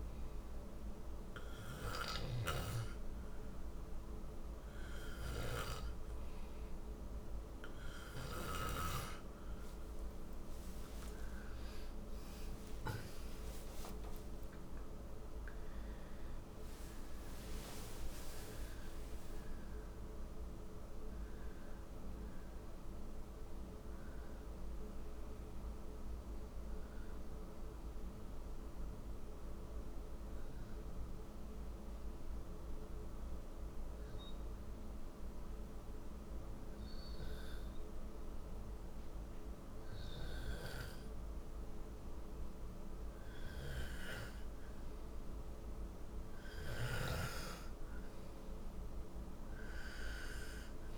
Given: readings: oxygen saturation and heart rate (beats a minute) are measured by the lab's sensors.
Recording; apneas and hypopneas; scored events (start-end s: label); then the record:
breathing in sleep by a room microphone; 1
2.00-12.00 s: snoring (device-marked)
10.00-14.50 s: arousal
30.50-43.00 s: obstructive apnea (oxygen 94% before, 90% lowest, heart rate 75 before, 57 extreme, up 8 after)
43.50-48.00 s: arousal
47.50-50.98 s: oxygen desaturation (device-marked, oxygen 96% before, 90% lowest, heart rate 58 before, 62 extreme)
From the record:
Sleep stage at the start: N2 (light sleep); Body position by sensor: on the right side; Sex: male